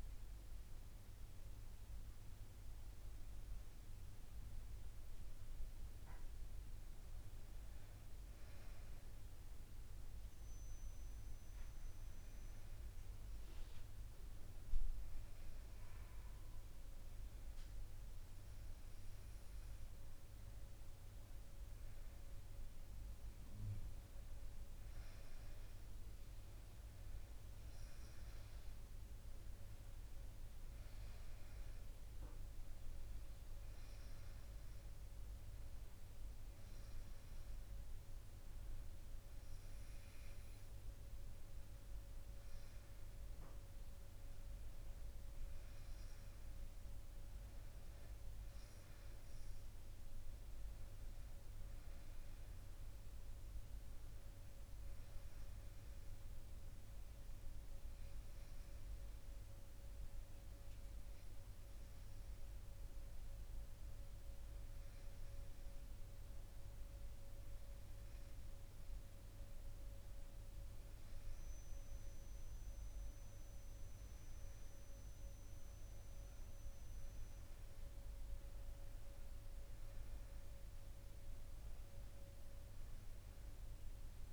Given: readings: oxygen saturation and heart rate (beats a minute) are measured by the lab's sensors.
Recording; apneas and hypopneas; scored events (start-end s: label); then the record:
breathing in sleep, hard to hear, by a room microphone; none
none scored
From the record:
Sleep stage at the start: N2 (light sleep); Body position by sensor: on the back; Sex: female